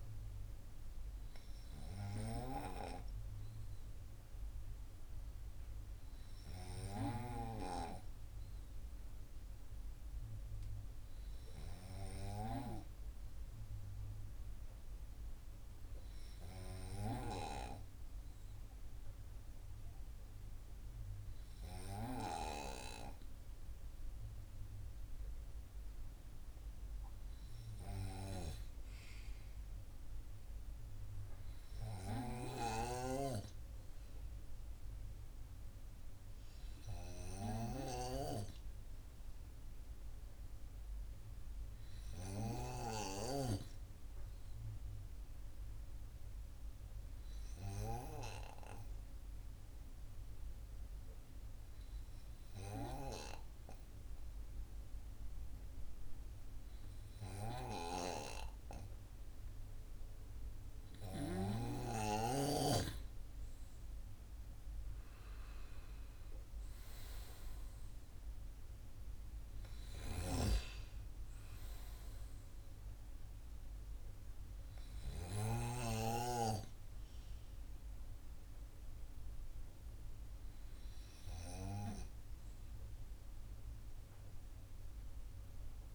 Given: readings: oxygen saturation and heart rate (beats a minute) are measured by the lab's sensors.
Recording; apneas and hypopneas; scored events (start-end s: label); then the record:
breathing in sleep by a room microphone; 1
47.50-61.50 s: hypopnea (oxygen 97% before, 94% lowest)
64.00-67.00 s: arousal
From the record:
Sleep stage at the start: N2 (light sleep); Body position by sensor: on the right side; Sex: male